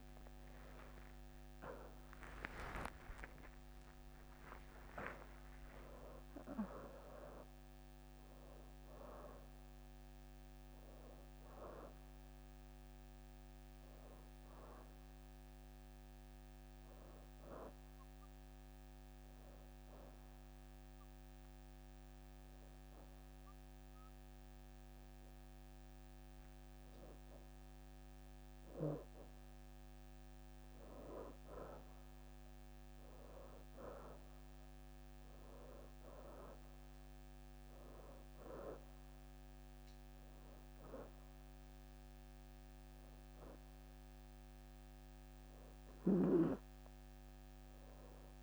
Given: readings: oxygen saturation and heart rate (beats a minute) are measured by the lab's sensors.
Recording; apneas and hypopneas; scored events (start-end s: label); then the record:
breathing in sleep by a microphone on the trachea; 1
0.50-5.00 s: arousal
9.00-48.43 s: new sleep stage, N2 (light sleep)
10.00-25.00 s: oxygen desaturation (device-marked, oxygen 95% before, 92% lowest, heart rate 123 before, 60 extreme)
20.00-30.50 s: hypopnea (oxygen 96% before, 86% lowest, heart rate 92 before, 74 extreme, up 5 after)
32.00-36.00 s: arousal
33.00-48.43 s: oxygen desaturation (device-marked, oxygen 95% before, 86% lowest, heart rate 74 before, 74 extreme)
From the record:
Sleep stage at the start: N1 (lightest sleep); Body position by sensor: on the back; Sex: female